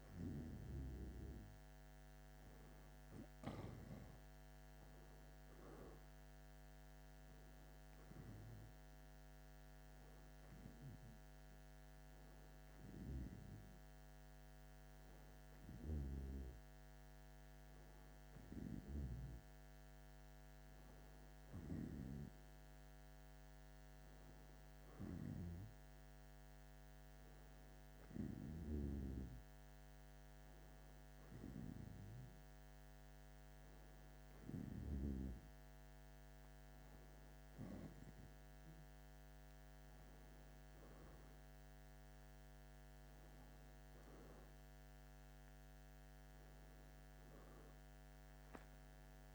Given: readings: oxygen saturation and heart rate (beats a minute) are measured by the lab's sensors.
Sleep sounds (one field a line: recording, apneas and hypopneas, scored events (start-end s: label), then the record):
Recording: a person partly awake in a sleep study, by a microphone on the trachea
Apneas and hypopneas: none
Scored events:
22.50-49.35 s: new sleep stage, N1 (lightest sleep)
From the record:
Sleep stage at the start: awake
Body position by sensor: on the back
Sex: male